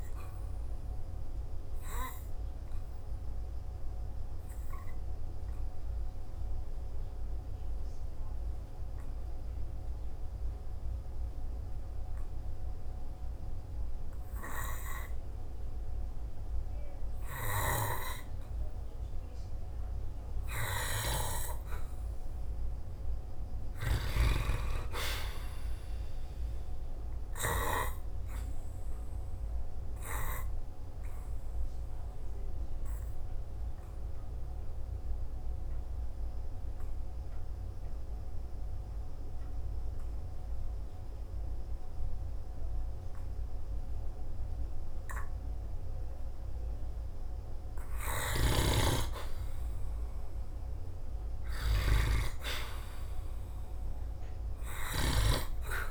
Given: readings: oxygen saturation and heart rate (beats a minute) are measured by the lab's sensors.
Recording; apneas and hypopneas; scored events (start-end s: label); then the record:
breathing in sleep by a room microphone; 2
4.00-22.00 s: hypopnea (oxygen 94% before, 88% lowest, heart rate 57 before, 50 extreme, up 3 after)
4.50-8.50 s: oxygen desaturation (device-marked, oxygen 94% before, 90% lowest, heart rate 57 before, 50 extreme)
10.50-26.50 s: oxygen desaturation (device-marked, oxygen 94% before, 88% lowest, heart rate 57 before, 50 extreme)
25.50-28.50 s: arousal
31.50-44.50 s: hypopnea (oxygen 96% before, 89% lowest, heart rate 55 before, 53 extreme)
34.50-54.50 s: oxygen desaturation (device-marked, oxygen 96% before, 89% lowest, heart rate 54 before, 53 extreme)
48.00-51.50 s: arousal
From the record:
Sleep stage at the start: N2 (light sleep); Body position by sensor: on the back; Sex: male